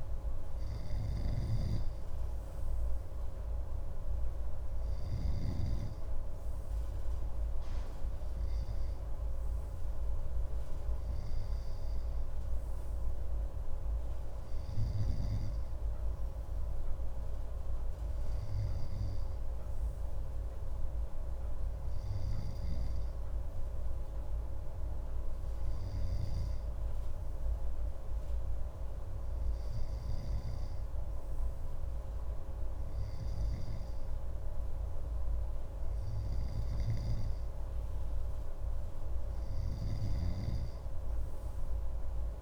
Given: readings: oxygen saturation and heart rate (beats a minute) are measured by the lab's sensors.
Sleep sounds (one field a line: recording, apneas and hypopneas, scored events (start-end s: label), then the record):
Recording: breathing in sleep, hard to hear, by a room microphone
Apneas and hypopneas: none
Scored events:
none scored
From the record:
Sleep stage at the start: N2 (light sleep)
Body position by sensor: on the left side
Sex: male